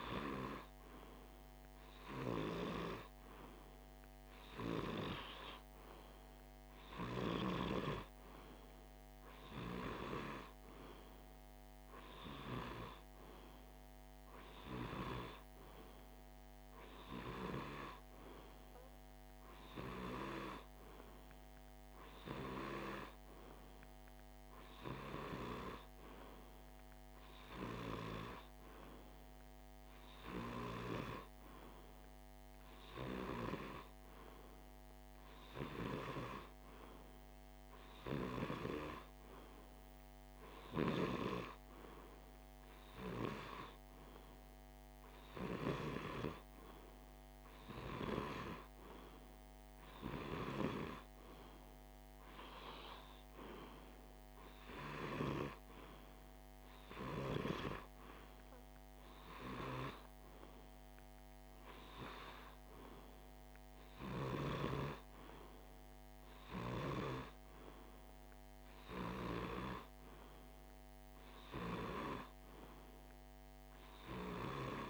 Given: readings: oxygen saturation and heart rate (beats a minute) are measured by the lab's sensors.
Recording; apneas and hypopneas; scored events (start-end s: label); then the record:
breathing in sleep by a microphone on the trachea; none
none scored
From the record:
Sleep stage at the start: N2 (light sleep); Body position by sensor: on the left side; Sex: male